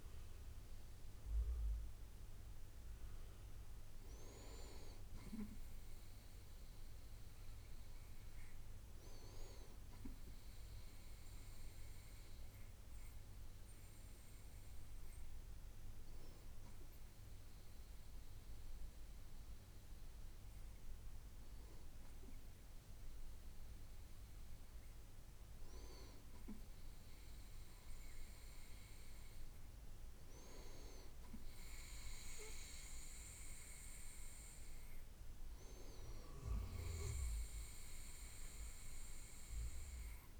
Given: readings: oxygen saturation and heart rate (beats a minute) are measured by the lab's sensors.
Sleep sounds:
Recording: breathing in sleep by a room microphone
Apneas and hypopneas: none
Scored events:
none scored
From the record:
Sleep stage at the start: N2 (light sleep)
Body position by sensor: on the right side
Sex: male

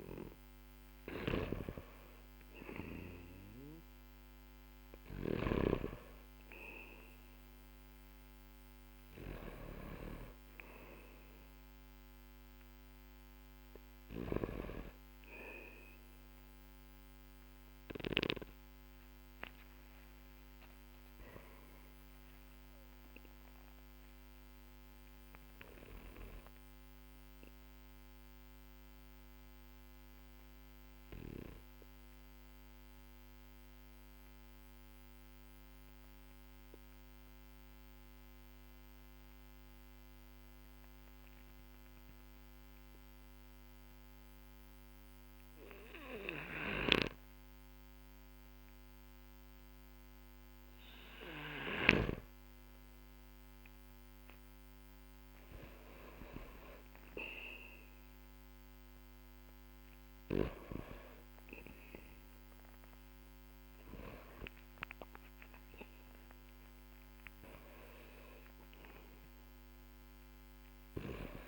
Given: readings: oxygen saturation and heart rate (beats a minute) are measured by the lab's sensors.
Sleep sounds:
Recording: breathing in sleep by a microphone on the trachea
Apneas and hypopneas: 1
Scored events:
0.00-5.00 s: snoring (device-marked)
1.00-30.00 s: oxygen desaturation (device-marked, oxygen 98% before, 93% lowest, heart rate 53 before, 43 extreme)
20.50-25.00 s: arousal
27.00-50.00 s: obstructive apnea (oxygen 97% before, 94% lowest, heart rate 51 before, 45 extreme, up 12 after)
46.00-51.50 s: snoring (device-marked)
51.50-56.50 s: arousal
53.00-71.48 s: oxygen desaturation (device-marked, oxygen 98% before, 94% lowest, heart rate 50 before, 45 extreme)
From the record:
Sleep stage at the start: N1 (lightest sleep)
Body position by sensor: on the back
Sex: male

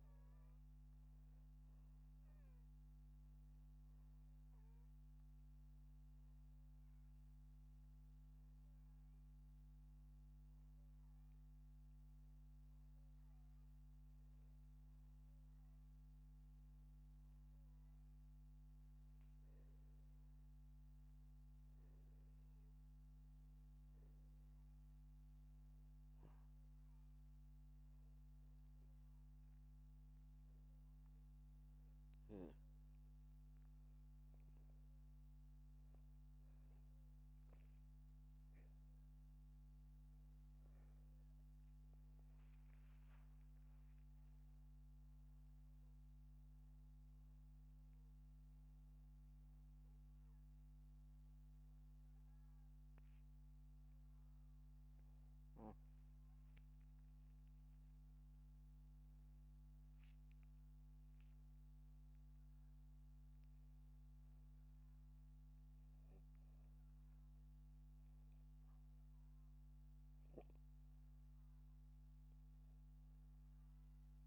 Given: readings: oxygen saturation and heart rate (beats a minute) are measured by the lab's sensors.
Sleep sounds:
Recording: breathing in sleep, hard to hear, by a microphone on the trachea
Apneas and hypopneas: 1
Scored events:
15.00-19.50 s: arousal
30.00-40.00 s: hypopnea (oxygen 96% before, 94% lowest, heart rate 79 before, 79 extreme, up 3 after)
39.50-44.50 s: oxygen desaturation (device-marked, oxygen 97% before, 94% lowest, heart rate 80 before, 79 extreme)
42.00-47.00 s: arousal
From the record:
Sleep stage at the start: N2 (light sleep)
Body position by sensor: upright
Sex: male

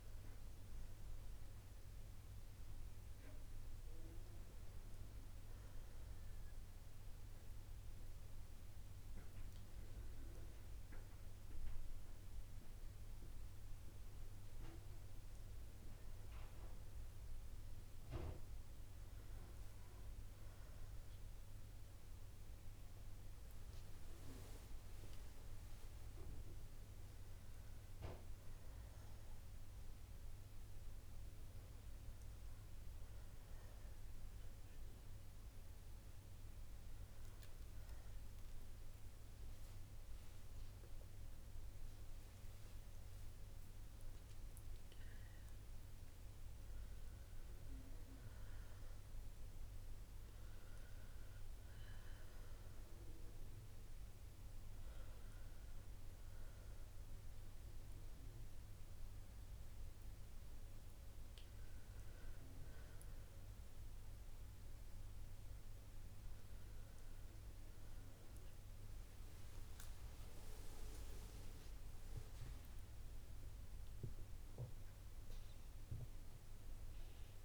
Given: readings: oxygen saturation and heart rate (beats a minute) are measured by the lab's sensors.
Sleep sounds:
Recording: breathing in sleep, hard to hear, by a room microphone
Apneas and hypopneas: none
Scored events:
55.50-65.50 s: oxygen desaturation (device-marked, oxygen 95% before, 91% lowest, heart rate 66 before, 62 extreme)
72.00-77.45 s: arousal
From the record:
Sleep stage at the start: N2 (light sleep)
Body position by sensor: on the right side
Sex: female

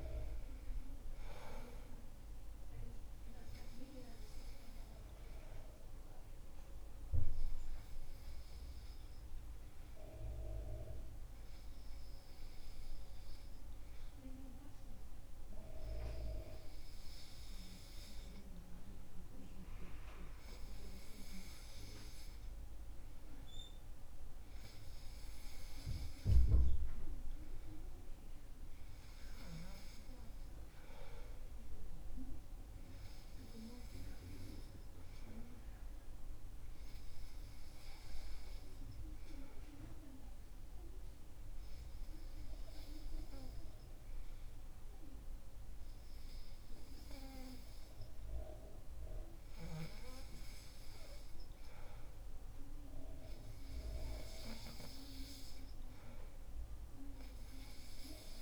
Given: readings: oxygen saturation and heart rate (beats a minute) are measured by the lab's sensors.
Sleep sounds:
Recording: breathing in sleep by a room microphone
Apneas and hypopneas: 2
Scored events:
6.00-18.50 s: obstructive apnea (oxygen 97% before, 94% lowest, heart rate 67 before, 63 extreme, up 8 after)
22.50-26.00 s: arousal
38.50-51.00 s: obstructive apnea (oxygen 97% before, 94% lowest, heart rate 69 before, 64 extreme, up 3 after)
52.50-56.00 s: arousal
From the record:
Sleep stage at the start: N2 (light sleep)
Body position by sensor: on the back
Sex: male

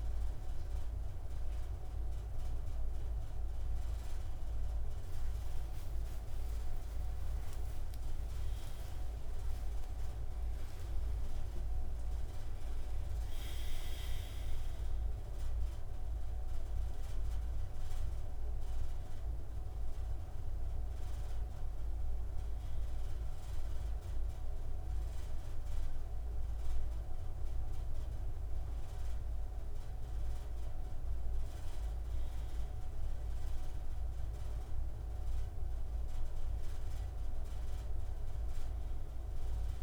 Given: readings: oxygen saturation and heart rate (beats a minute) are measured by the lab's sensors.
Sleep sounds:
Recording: a person partly awake in a sleep study, hard to hear, by a room microphone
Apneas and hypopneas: none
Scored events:
11.00-39.82 s: new sleep stage, N1 (lightest sleep)
15.00-28.00 s: oxygen desaturation (device-marked, oxygen 97% before, 93% lowest, heart rate 75 before, 71 extreme)
From the record:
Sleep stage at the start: awake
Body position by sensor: on the front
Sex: male

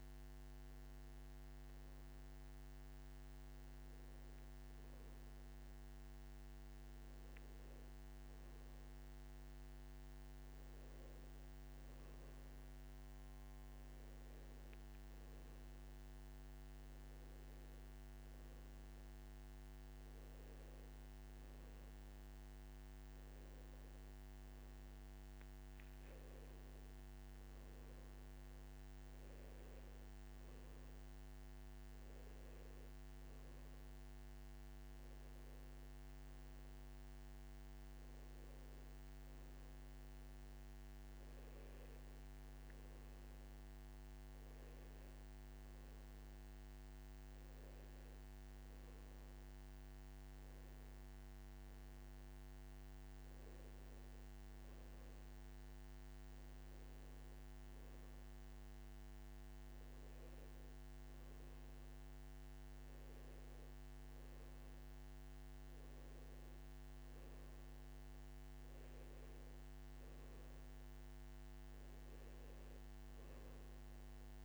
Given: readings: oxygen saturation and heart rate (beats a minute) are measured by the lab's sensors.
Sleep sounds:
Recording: breathing in sleep, hard to hear, by a microphone on the trachea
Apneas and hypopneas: none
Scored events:
none scored
From the record:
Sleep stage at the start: N2 (light sleep)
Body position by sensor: on the back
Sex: male

